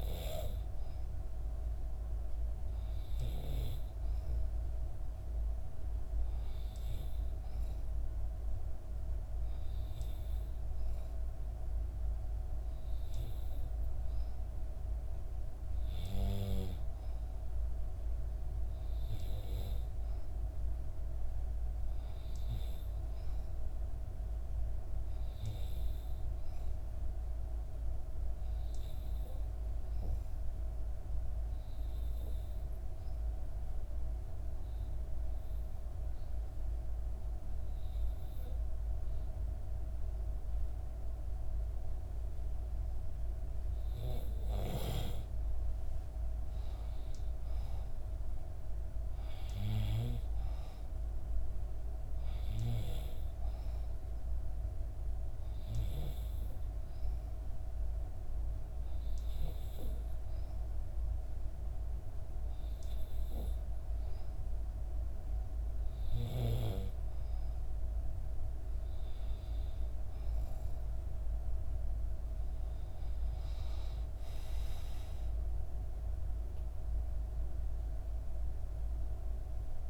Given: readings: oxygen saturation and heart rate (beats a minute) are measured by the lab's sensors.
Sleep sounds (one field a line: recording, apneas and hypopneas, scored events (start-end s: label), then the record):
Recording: breathing in sleep by a room microphone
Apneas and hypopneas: 1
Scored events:
31.00-43.50 s: obstructive apnea (oxygen 96% before, 91% lowest, heart rate 65 before, 63 extreme, up 4 after)
45.00-48.00 s: arousal
51.00-71.00 s: oxygen desaturation (device-marked, oxygen 95% before, 91% lowest, heart rate 64 before, 63 extreme)
71.00-75.50 s: arousal
From the record:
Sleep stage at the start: N2 (light sleep)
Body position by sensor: on the back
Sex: female